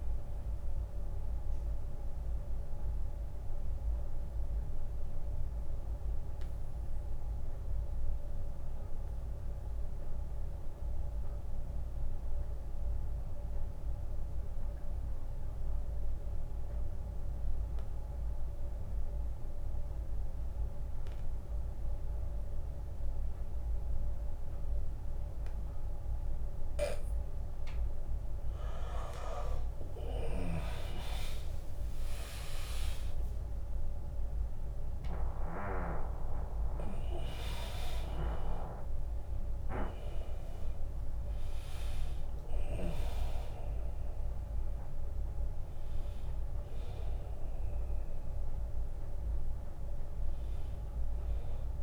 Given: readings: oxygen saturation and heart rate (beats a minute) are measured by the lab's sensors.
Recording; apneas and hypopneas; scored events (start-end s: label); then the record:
breathing in sleep by a room microphone; 1
0.00-14.00 s: oxygen desaturation (device-marked, oxygen 80% lowest, heart rate 65 extreme)
2.00-26.50 s: mixed apnea (oxygen 98% before, 80% lowest, heart rate 77 before, 65 extreme, up 22 after)
10.00-12.00 s: long interval between heartbeats (device-marked, heart rate 77 before, 71 extreme)
28.00-51.83 s: oxygen desaturation (device-marked, oxygen 100% before, 81% lowest, heart rate 75 before, 69 extreme)
29.00-33.00 s: arousal
30.00-44.00 s: drop in pulse transit time (device-marked, heart rate 76 before, 77 extreme)
From the record:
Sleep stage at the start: N2 (light sleep); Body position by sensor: on the back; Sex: male